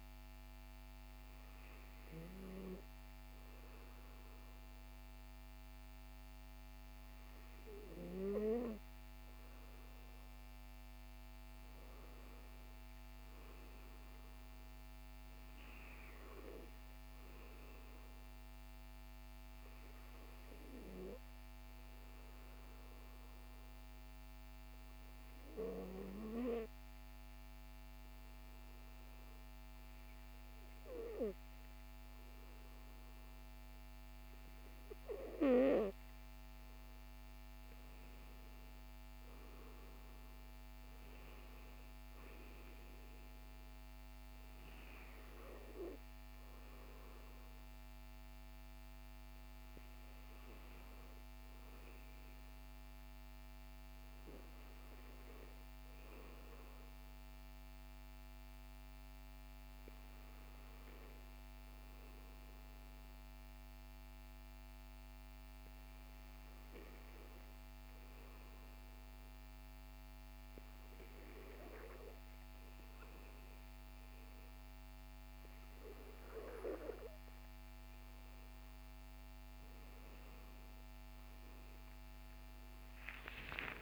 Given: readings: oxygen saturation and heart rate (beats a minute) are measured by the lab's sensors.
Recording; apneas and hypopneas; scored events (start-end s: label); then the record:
breathing in sleep by a microphone on the trachea; 1
10.00-14.00 s: arousal
22.00-35.50 s: obstructive apnea (oxygen 97% before, 94% lowest, heart rate 55 before, 47 extreme, up 11 after)
37.00-40.50 s: arousal
81.50-83.82 s: arousal
From the record:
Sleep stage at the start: N2 (light sleep); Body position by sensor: on the back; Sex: male